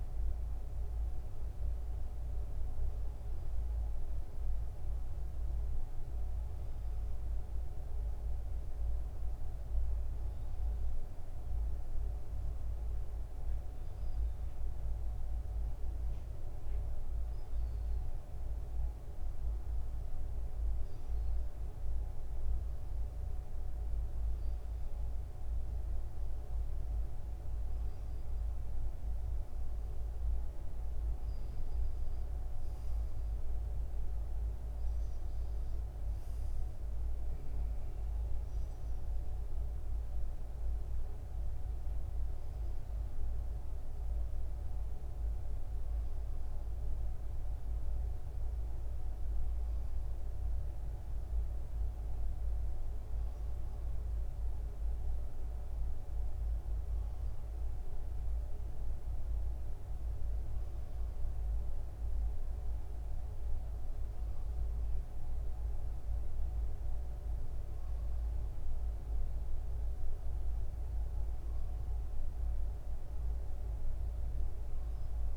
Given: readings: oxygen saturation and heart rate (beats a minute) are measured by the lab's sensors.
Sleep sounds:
breathing in sleep, hard to hear, by a room microphone; none
none scored
From the record:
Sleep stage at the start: N2 (light sleep); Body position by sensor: on the front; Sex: male

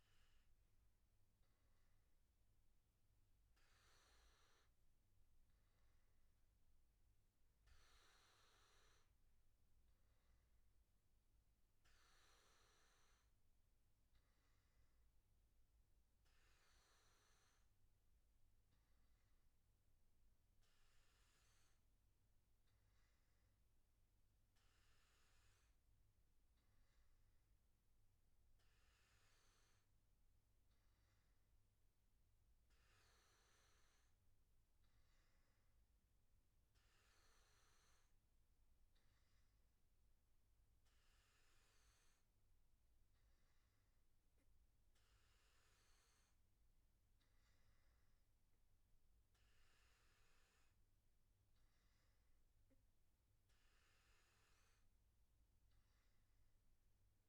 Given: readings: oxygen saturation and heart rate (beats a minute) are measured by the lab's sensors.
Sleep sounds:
breathing in sleep, hard to hear, by a room microphone; none
none scored
From the record:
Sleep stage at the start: N1 (lightest sleep); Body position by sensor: on the back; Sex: male

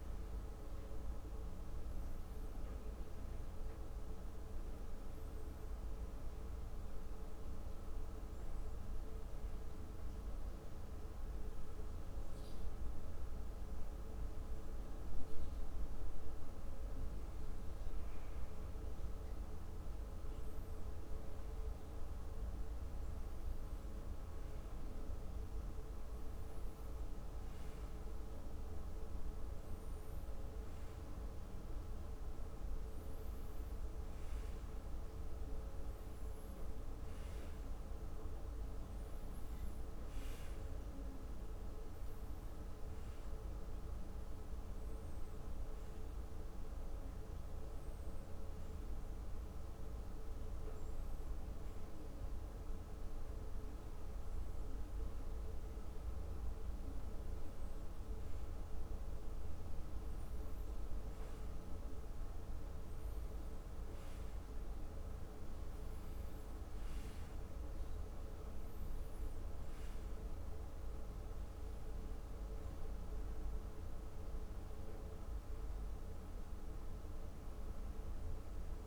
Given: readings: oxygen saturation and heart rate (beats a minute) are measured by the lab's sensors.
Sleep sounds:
breathing in sleep, hard to hear, by a room microphone; none
none scored
From the record:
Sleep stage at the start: N2 (light sleep); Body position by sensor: on the left side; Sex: male

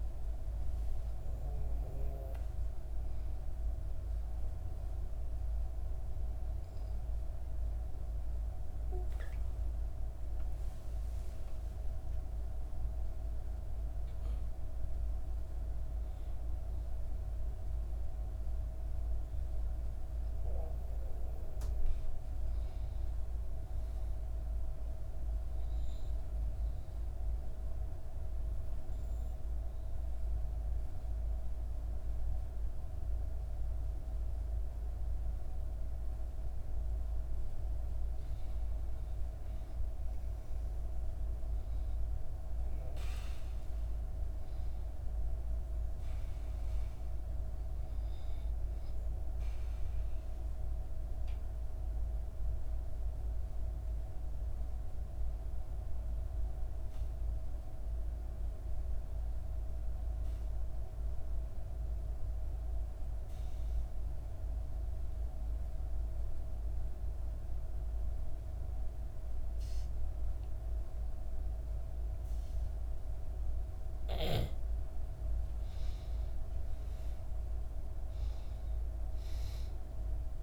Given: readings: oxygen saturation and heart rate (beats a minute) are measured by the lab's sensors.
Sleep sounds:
breathing in sleep, hard to hear, by a room microphone; 3
0.00-2.50 s: arousal
4.50-15.00 s: hypopnea (oxygen 97% before, 92% lowest, heart rate 61 before, 59 extreme, up 3 after)
18.50-22.50 s: arousal
27.00-37.50 s: obstructive apnea (oxygen 97% before, 87% lowest, heart rate 63 before, 59 extreme, up 4 after)
38.50-43.50 s: arousal
47.00-60.00 s: oxygen desaturation (device-marked, oxygen 96% before, 92% lowest, heart rate 61 before, 59 extreme)
50.00-73.50 s: obstructive apnea (oxygen 96% before, 87% lowest, heart rate 61 before, 59 extreme, up 3 after)
73.00-80.43 s: oxygen desaturation (device-marked, oxygen 96% before, 87% lowest, heart rate 60 before, 58 extreme)
76.00-79.50 s: arousal
From the record:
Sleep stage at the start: N2 (light sleep); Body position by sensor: on the back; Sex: female

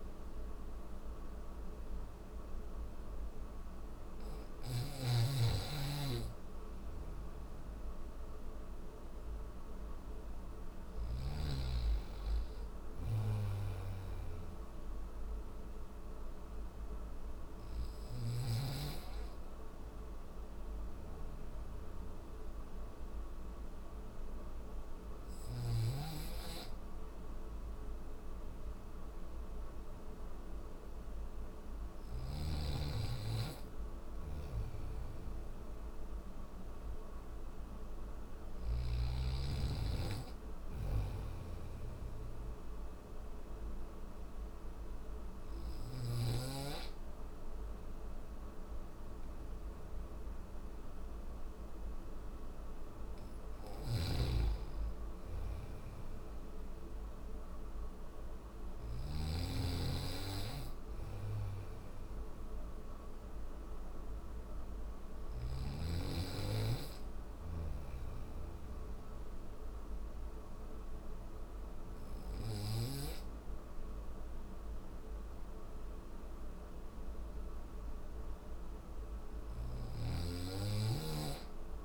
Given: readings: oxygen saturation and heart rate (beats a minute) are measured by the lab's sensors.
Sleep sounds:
breathing in sleep by a room microphone; none
33.50-37.50 s: snoring (device-marked)
39.50-45.00 s: snoring (device-marked)
52.50-58.00 s: snoring (device-marked)
66.50-72.00 s: snoring (device-marked)
From the record:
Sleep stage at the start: N1 (lightest sleep); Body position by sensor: on the back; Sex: male

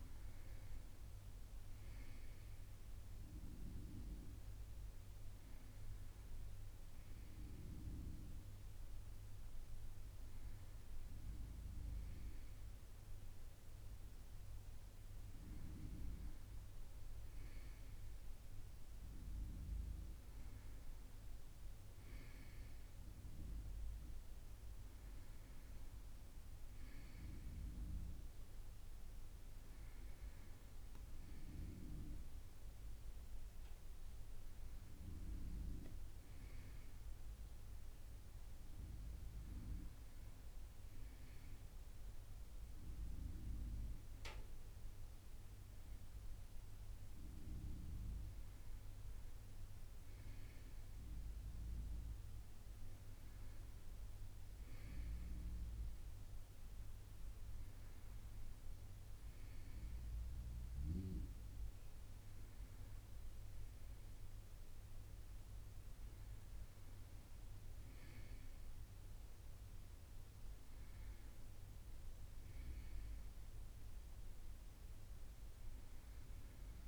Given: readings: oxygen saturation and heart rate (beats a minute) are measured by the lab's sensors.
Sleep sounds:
a person awake in a sleep study, by a room microphone; none
65.50-76.88 s: new sleep stage, N1 (lightest sleep)
From the record:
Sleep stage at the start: awake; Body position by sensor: on the right side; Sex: male

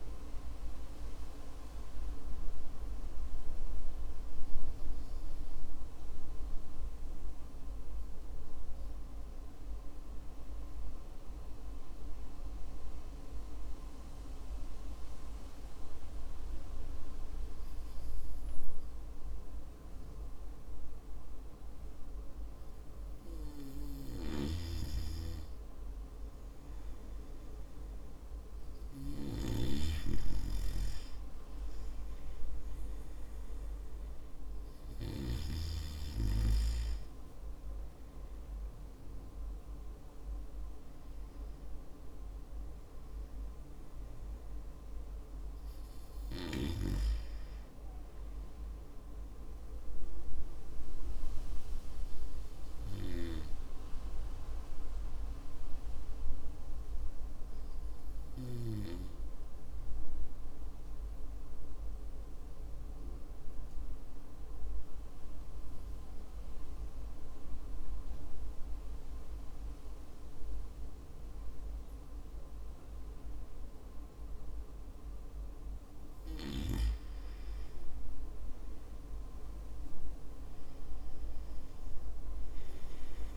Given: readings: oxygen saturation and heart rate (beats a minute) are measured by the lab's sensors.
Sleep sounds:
breathing in sleep by a room microphone; 2
5.00-23.00 s: hypopnea (oxygen 96% before, 93% lowest, heart rate 59 before, 51 extreme, up 5 after)
24.50-36.00 s: snoring (device-marked)
25.00-28.50 s: arousal
35.50-50.50 s: oxygen desaturation (device-marked, oxygen 96% before, 93% lowest, heart rate 56 before, 52 extreme)
41.00-45.50 s: arousal
56.00-74.50 s: hypopnea (oxygen 96% before, 93% lowest, heart rate 57 before, 54 extreme, up 5 after)
79.00-83.37 s: arousal
From the record:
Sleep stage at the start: N2 (light sleep); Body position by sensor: on the back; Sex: male

